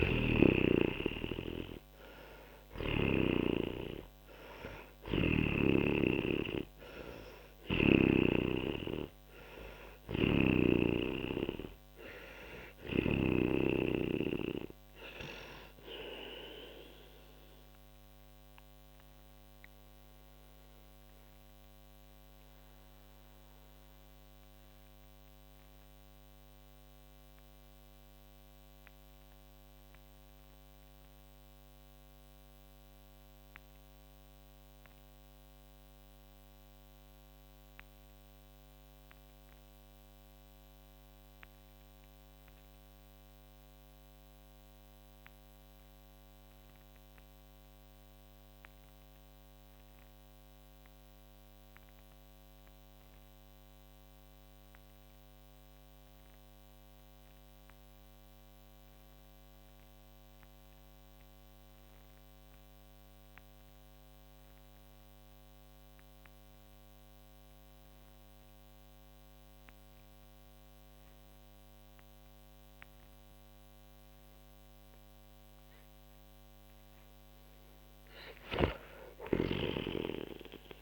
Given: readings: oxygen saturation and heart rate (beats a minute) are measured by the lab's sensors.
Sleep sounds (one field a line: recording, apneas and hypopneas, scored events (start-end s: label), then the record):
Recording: breathing in sleep by a microphone on the trachea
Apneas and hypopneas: 1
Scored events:
0.00-2.00 s: arousal
0.00-3.00 s: snoring (device-marked)
0.00-47.00 s: oxygen desaturation (device-marked, oxygen 85% lowest, heart rate 42 extreme)
15.50-75.50 s: mixed apnea (oxygen 97% before, 82% lowest, heart rate 65 before, 42 extreme, up 21 after)
69.00-80.81 s: oxygen desaturation (device-marked, oxygen 99% before, 82% lowest, heart rate 47 before, 34 extreme)
79.00-80.81 s: arousal
From the record:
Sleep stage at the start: N2 (light sleep)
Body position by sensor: on the back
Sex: male